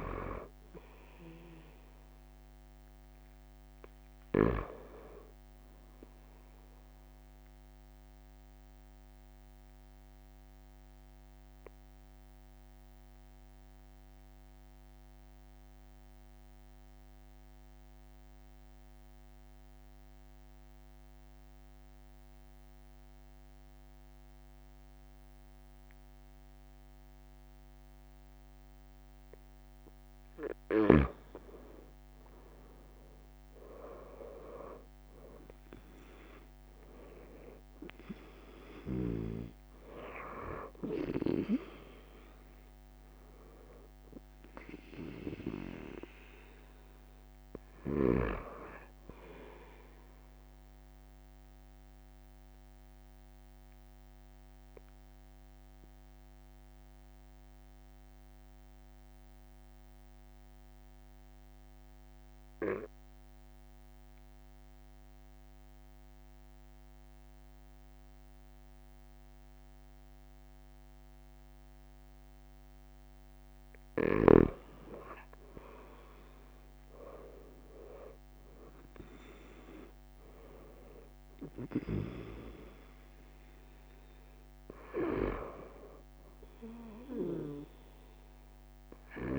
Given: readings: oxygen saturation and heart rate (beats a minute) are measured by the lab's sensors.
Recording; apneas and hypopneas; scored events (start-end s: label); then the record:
breathing in sleep by a microphone on the trachea; 2
3.50-5.50 s: long interval between heartbeats (device-marked, heart rate 32 before, 45 extreme)
6.50-28.50 s: obstructive apnea (oxygen 97% before, 92% lowest)
30.50-32.50 s: long interval between heartbeats (device-marked, heart rate 46 before, 46 extreme)
32.00-36.00 s: arousal
33.00-35.00 s: long interval between heartbeats (device-marked, heart rate 46 before, 38 extreme)
37.50-62.50 s: oxygen desaturation (device-marked, oxygen 97% before, 92% lowest)
43.00-45.00 s: long interval between heartbeats (device-marked)
49.50-72.50 s: obstructive apnea (oxygen 97% before, 92% lowest)
56.00-58.00 s: long interval between heartbeats (device-marked)
76.50-81.50 s: arousal
77.00-79.00 s: long interval between heartbeats (device-marked, heart rate 42 before, 47 extreme)
84.50-86.50 s: long interval between heartbeats (device-marked, heart rate 44 before, 40 extreme)
From the record:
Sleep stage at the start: N2 (light sleep); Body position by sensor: on the right side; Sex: male